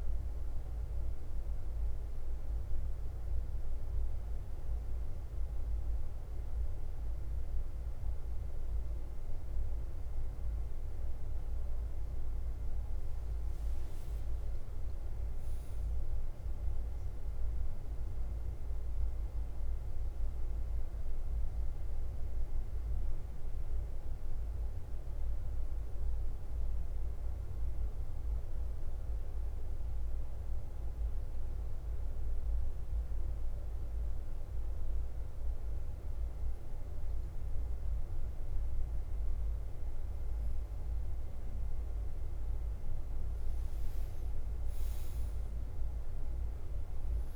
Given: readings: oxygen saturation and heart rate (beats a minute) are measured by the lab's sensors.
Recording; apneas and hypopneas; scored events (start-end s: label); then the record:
breathing in sleep, hard to hear, by a room microphone; 2
0.00-47.36 s: bradycardia (device-marked, heart rate 40 extreme)
1.00-13.50 s: obstructive apnea (oxygen 98% before, 90% lowest, heart rate 52 before, 48 extreme, up 3 after)
15.50-19.00 s: arousal
26.00-41.00 s: obstructive apnea (oxygen 98% before, 90% lowest, heart rate 49 before, 47 extreme, up 1 after)
42.50-46.50 s: arousal
From the record:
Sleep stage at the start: N2 (light sleep); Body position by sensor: on the front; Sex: male